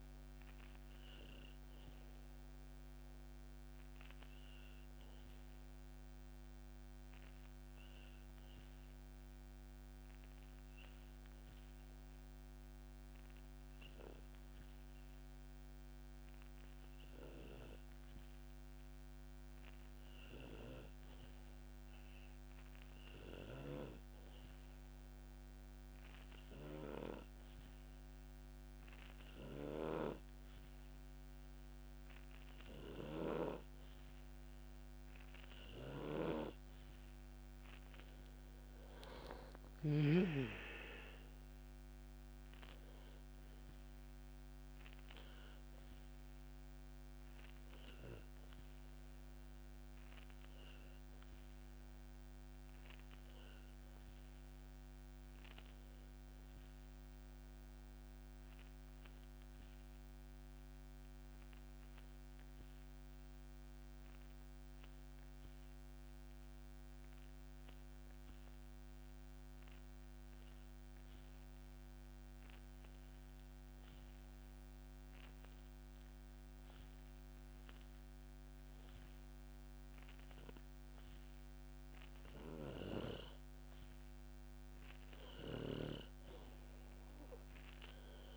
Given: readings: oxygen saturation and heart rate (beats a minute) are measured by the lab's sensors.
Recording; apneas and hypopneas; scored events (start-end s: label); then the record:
breathing in sleep by a microphone on the trachea; 2
0.00-21.00 s: oxygen desaturation (device-marked, oxygen 92% lowest, heart rate 61 extreme)
1.00-36.00 s: obstructive apnea (oxygen 96% before, 92% lowest, heart rate 64 before, 61 extreme, up 5 after)
36.00-40.50 s: snoring (device-marked)
38.50-42.50 s: arousal
43.00-60.00 s: oxygen desaturation (device-marked, oxygen 96% before, 93% lowest, heart rate 64 before, 62 extreme)
46.00-82.50 s: obstructive apnea (oxygen 96% before, 92% lowest, heart rate 65 before, 62 extreme)
From the record:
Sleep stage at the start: N2 (light sleep); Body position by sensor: on the back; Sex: male